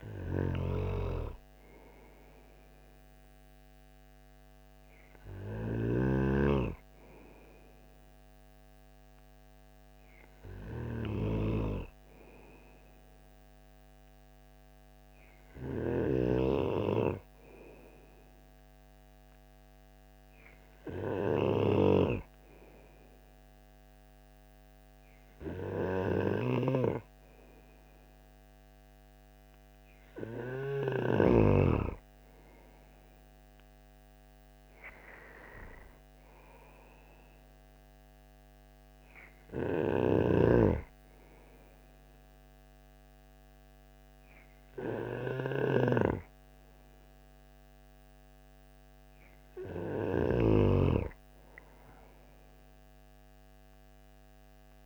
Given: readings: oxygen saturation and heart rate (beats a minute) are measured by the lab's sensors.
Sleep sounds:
breathing in sleep by a microphone on the trachea; 2
0.00-5.50 s: snoring (device-marked)
0.00-18.00 s: oxygen desaturation (device-marked, oxygen 91% lowest, heart rate 52 extreme)
4.00-29.50 s: obstructive apnea (oxygen 96% before, 91% lowest, heart rate 54 before, 51 extreme, up 5 after)
25.50-31.00 s: snoring (device-marked)
31.00-35.00 s: arousal
39.50-49.50 s: obstructive apnea (oxygen 94% before, 92% lowest, heart rate 54 before, 51 extreme, up 3 after)
39.50-54.86 s: snoring (device-marked)
51.50-54.86 s: arousal
From the record:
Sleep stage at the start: N2 (light sleep); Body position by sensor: on the right side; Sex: male

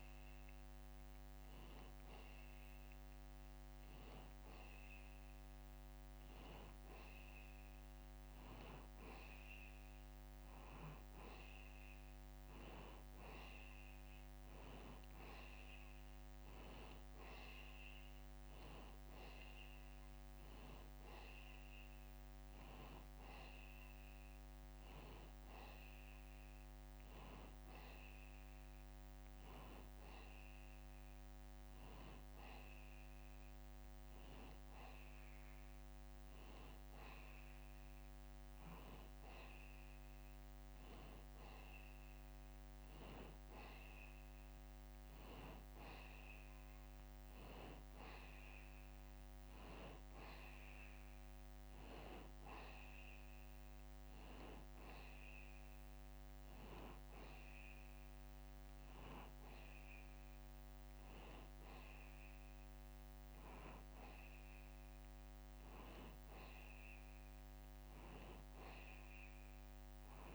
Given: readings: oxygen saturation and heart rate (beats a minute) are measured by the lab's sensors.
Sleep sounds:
breathing in sleep by a microphone on the trachea; none
none scored
From the record:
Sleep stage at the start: N2 (light sleep); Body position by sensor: on the back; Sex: male

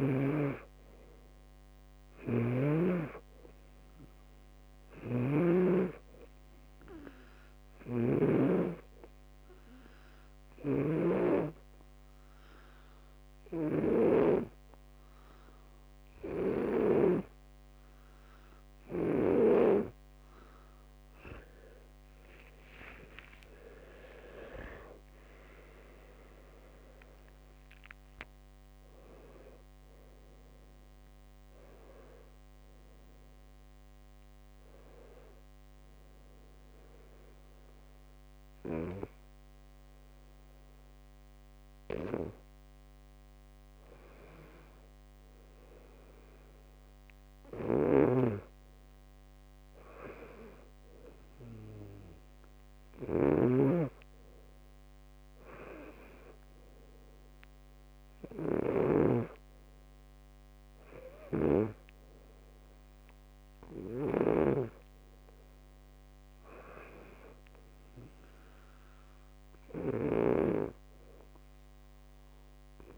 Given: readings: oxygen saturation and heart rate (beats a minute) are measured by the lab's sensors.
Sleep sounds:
breathing in sleep by a microphone on the trachea; 2
0.00-3.00 s: arousal
5.00-8.50 s: snoring (device-marked)
9.00-21.00 s: obstructive apnea (oxygen 98% before, 94% lowest, heart rate 67 before, 63 extreme, up 27 after)
23.50-28.00 s: arousal
30.00-42.00 s: oxygen desaturation (device-marked, oxygen 98% before, 94% lowest, heart rate 73 before, 64 extreme)
35.50-48.00 s: hypopnea (oxygen 98% before, 94% lowest, heart rate 78 before, 64 extreme, up 4 after)
48.00-72.98 s: snoring (device-marked)
55.00-59.50 s: arousal
From the record:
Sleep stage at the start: N2 (light sleep); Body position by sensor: on the back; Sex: male

